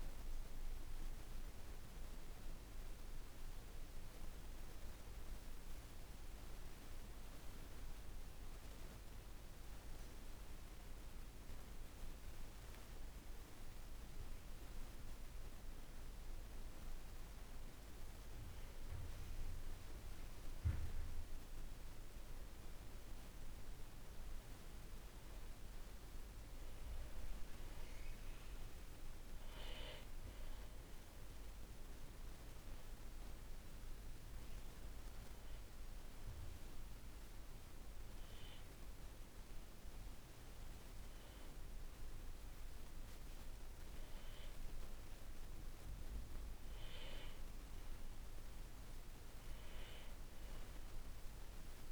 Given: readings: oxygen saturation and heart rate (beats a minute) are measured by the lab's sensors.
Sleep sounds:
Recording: breathing in sleep, hard to hear, by a room microphone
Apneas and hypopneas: 2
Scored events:
8.00-20.50 s: obstructive apnea (oxygen 97% before, 93% lowest, heart rate 73 before, 53 extreme, up 7 after)
23.00-26.50 s: arousal
25.50-41.50 s: oxygen desaturation (device-marked, oxygen 99% before, 93% lowest, heart rate 59 before, 57 extreme)
35.00-46.50 s: obstructive apnea (oxygen 99% before, 93% lowest, heart rate 57 before, 60 extreme, up 5 after)
48.50-51.92 s: arousal
From the record:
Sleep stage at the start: N2 (light sleep)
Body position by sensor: on the back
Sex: male

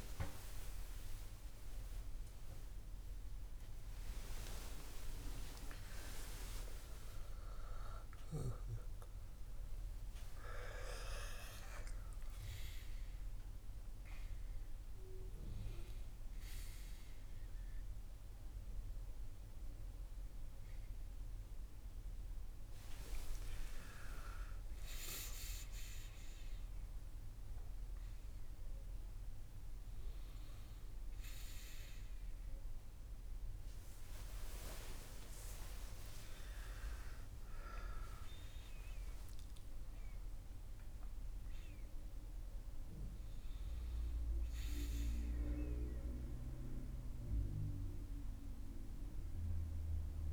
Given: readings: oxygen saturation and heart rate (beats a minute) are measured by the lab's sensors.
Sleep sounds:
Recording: a person awake in a sleep study, by a room microphone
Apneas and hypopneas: none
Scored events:
none scored
From the record:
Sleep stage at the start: awake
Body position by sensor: on the back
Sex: male

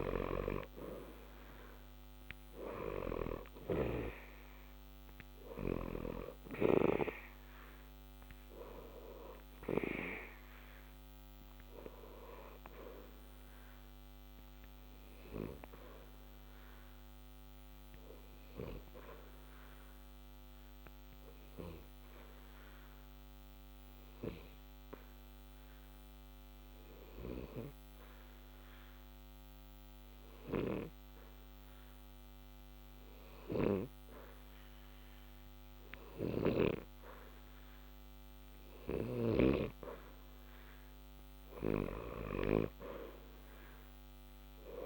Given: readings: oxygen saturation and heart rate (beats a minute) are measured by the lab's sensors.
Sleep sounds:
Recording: breathing in sleep by a microphone on the trachea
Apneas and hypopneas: 1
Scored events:
17.50-37.00 s: obstructive apnea (oxygen 91% before, 86% lowest, heart rate 60 before, 60 extreme, up 0 after)
39.00-42.00 s: arousal
From the record:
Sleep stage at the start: N2 (light sleep)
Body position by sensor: on the back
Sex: male

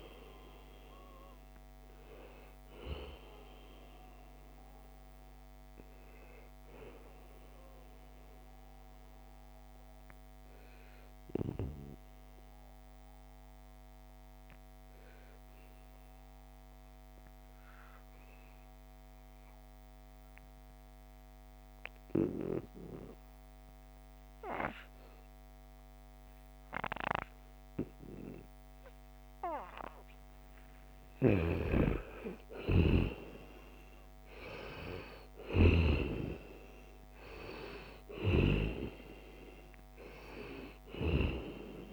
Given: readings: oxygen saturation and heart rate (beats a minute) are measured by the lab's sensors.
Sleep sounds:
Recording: breathing in sleep by a microphone on the trachea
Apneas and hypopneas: 1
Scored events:
0.00-13.50 s: oxygen desaturation (device-marked, oxygen 89% lowest, heart rate 69 extreme)
8.50-29.50 s: obstructive apnea (oxygen 95% before, 91% lowest, heart rate 78 before, 72 extreme, up 3 after)
31.00-37.50 s: arousal
34.50-41.93 s: oxygen desaturation (device-marked, oxygen 97% before, 92% lowest, heart rate 75 before, 72 extreme)
From the record:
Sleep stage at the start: N2 (light sleep)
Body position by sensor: on the right side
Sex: male

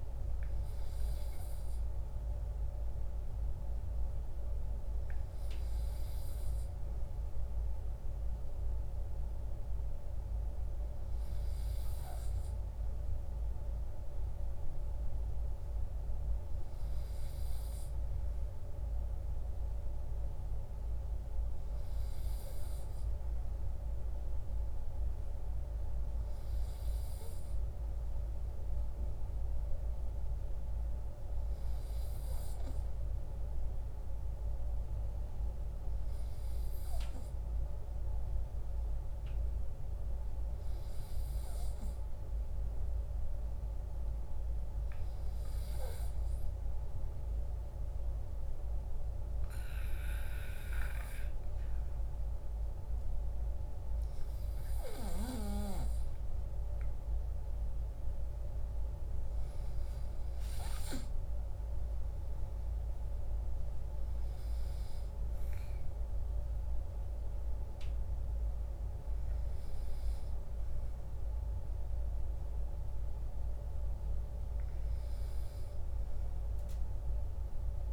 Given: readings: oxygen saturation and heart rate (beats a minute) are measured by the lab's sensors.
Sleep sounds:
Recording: breathing in sleep, hard to hear, by a room microphone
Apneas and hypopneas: none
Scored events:
none scored
From the record:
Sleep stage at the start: N2 (light sleep)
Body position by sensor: on the right side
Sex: male

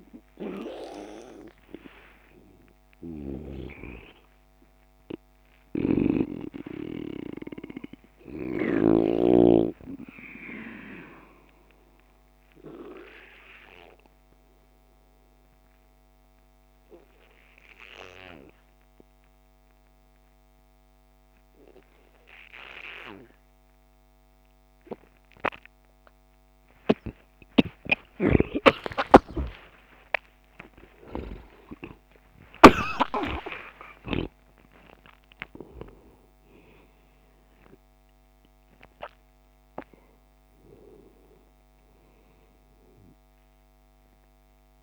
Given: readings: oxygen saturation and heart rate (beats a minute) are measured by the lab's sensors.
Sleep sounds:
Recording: breathing in sleep by a microphone on the trachea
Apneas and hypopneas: 1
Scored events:
0.00-15.00 s: oxygen desaturation (device-marked, oxygen 86% lowest)
6.00-9.50 s: snoring (device-marked)
12.00-28.50 s: obstructive apnea (oxygen 98% before, 88% lowest)
28.50-33.50 s: snoring (device-marked)
29.00-34.50 s: arousal
40.00-44.83 s: oxygen desaturation (device-marked, oxygen 97% before, 88% lowest)
From the record:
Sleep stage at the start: N2 (light sleep)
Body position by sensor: on the back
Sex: male

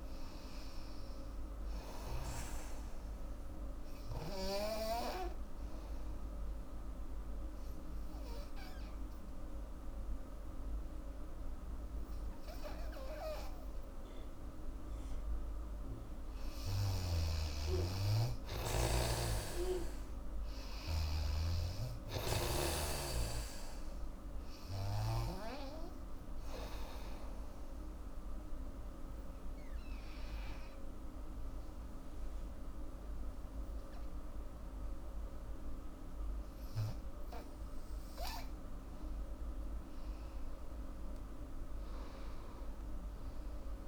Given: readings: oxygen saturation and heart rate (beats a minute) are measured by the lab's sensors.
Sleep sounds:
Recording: breathing in sleep by a room microphone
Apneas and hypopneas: 2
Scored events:
0.00-5.50 s: oxygen desaturation (device-marked, oxygen 92% lowest, heart rate 79 extreme)
4.00-15.00 s: obstructive apnea (oxygen 97% before, 88% lowest, heart rate 84 before, 78 extreme, up 6 after)
17.00-20.50 s: arousal
17.00-21.50 s: snoring (device-marked)
19.50-34.50 s: oxygen desaturation (device-marked, oxygen 97% before, 88% lowest, heart rate 83 before, 71 extreme)
26.00-38.50 s: obstructive apnea (oxygen 97% before, 88% lowest, heart rate 82 before, 71 extreme, up 3 after)
40.50-43.88 s: arousal
40.50-43.88 s: oxygen desaturation (device-marked, oxygen 97% before, 90% lowest, heart rate 82 before, 71 extreme)
From the record:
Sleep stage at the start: N2 (light sleep)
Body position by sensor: on the back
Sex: female

